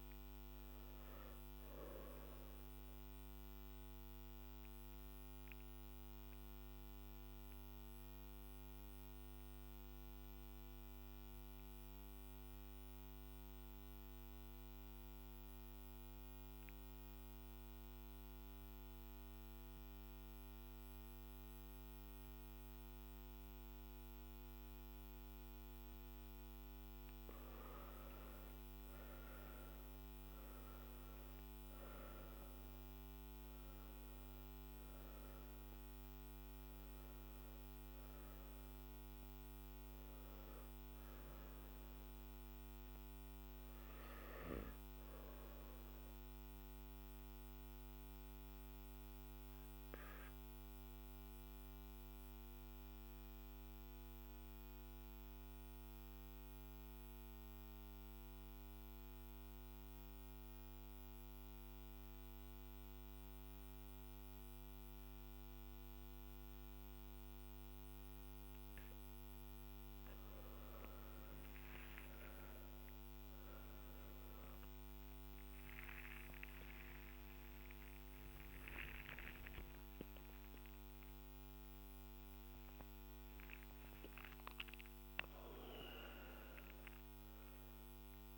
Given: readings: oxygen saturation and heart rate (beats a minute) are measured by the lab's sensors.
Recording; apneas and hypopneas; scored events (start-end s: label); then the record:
breathing in sleep, hard to hear, by a microphone on the trachea; 2
1.50-28.50 s: obstructive apnea (oxygen 97% before, 89% lowest, heart rate 54 before, 47 extreme, up 16 after)
10.50-17.50 s: oxygen desaturation (device-marked, oxygen 95% before, 91% lowest, heart rate 50 before, 49 extreme)
29.50-44.50 s: oxygen desaturation (device-marked, oxygen 99% before, 94% lowest, heart rate 50 before, 48 extreme)
44.50-70.00 s: obstructive apnea (oxygen 99% before, 89% lowest, heart rate 56 before, 48 extreme, up 22 after)
70.50-88.38 s: oxygen desaturation (device-marked, oxygen 98% before, 89% lowest, heart rate 50 before, 47 extreme)
78.00-80.00 s: long interval between heartbeats (device-marked, heart rate 53 before, 69 extreme)
From the record:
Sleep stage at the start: N3 (deep sleep); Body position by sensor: on the back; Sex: male